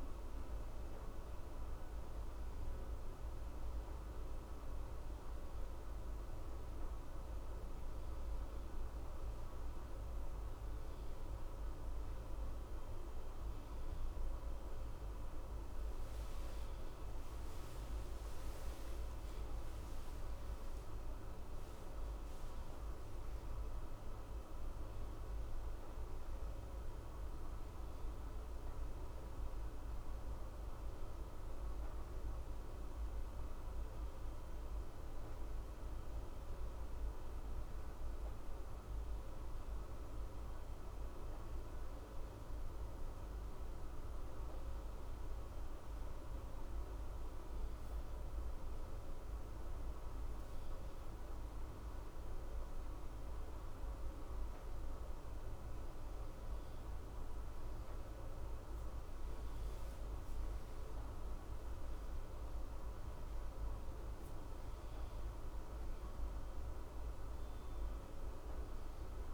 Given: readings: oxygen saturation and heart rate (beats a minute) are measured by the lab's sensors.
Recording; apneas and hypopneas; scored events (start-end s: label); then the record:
breathing in sleep, hard to hear, by a room microphone; none
19.50-25.00 s: arousal
From the record:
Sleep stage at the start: N1 (lightest sleep); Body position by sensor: on the left side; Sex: male